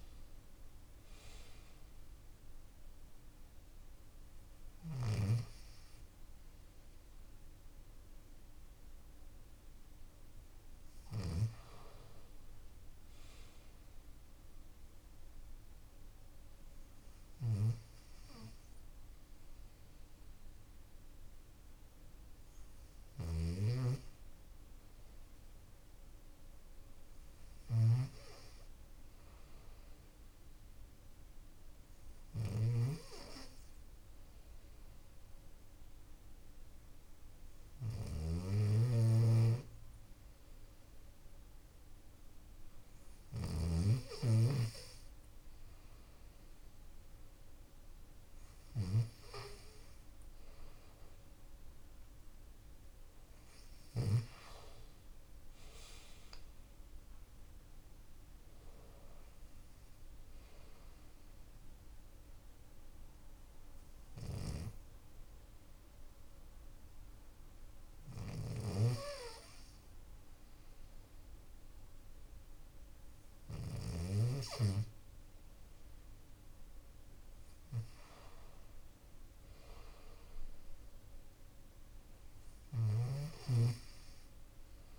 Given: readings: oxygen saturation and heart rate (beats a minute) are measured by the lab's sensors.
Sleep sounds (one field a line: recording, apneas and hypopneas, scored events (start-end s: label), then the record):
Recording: a person awake in a sleep study, by a room microphone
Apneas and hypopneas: none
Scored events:
9.00-69.00 s: new sleep stage, awake
22.00-43.00 s: snoring (device-marked)
67.50-73.50 s: snoring (device-marked)
69.00-84.99 s: new sleep stage, N2 (light sleep)
82.00-84.99 s: snoring (device-marked)
From the record:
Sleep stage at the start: N2 (light sleep)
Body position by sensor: on the left side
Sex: male